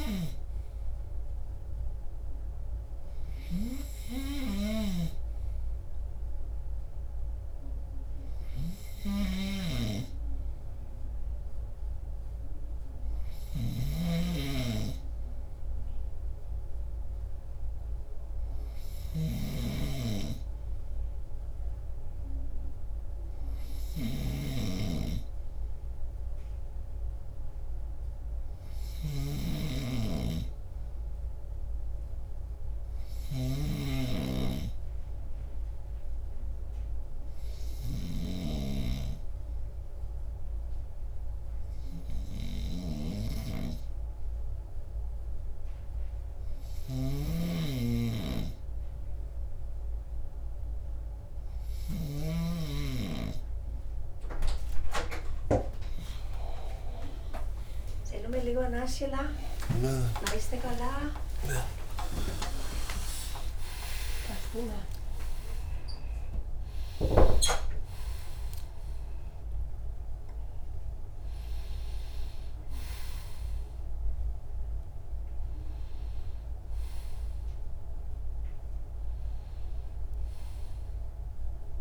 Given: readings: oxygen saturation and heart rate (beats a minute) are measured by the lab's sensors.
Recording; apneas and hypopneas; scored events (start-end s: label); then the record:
breathing in sleep by a room microphone; 1
9.00-38.50 s: snoring (device-marked)
35.00-52.50 s: hypopnea (oxygen 98% before, 95% lowest)
47.00-52.50 s: snoring (device-marked)
57.00-63.00 s: arousal
65.50-81.81 s: new sleep stage, N1 (lightest sleep)
From the record:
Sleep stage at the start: N2 (light sleep); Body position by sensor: on the left side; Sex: male